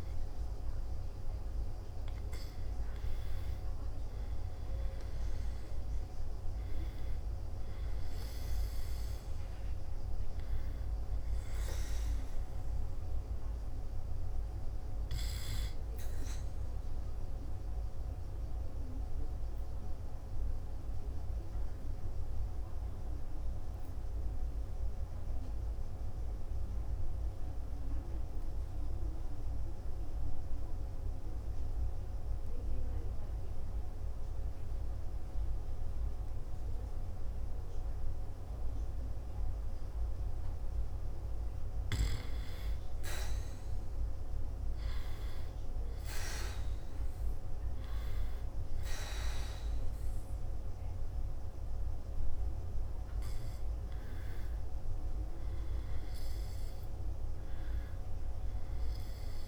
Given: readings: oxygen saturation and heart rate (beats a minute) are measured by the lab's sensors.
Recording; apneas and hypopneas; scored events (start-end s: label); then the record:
breathing in sleep, hard to hear, by a room microphone; 1
0.00-7.50 s: oxygen desaturation (device-marked, oxygen 93% lowest, heart rate 57 extreme)
18.00-41.00 s: obstructive apnea (oxygen 96% before, 91% lowest, heart rate 58 before, 53 extreme, up 0 after)
25.50-39.50 s: oxygen desaturation (device-marked, oxygen 94% before, 91% lowest, heart rate 59 before, 53 extreme)
42.50-47.00 s: arousal
51.50-59.48 s: new sleep stage, N1 (lightest sleep)
From the record:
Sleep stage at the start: N2 (light sleep); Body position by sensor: on the back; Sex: male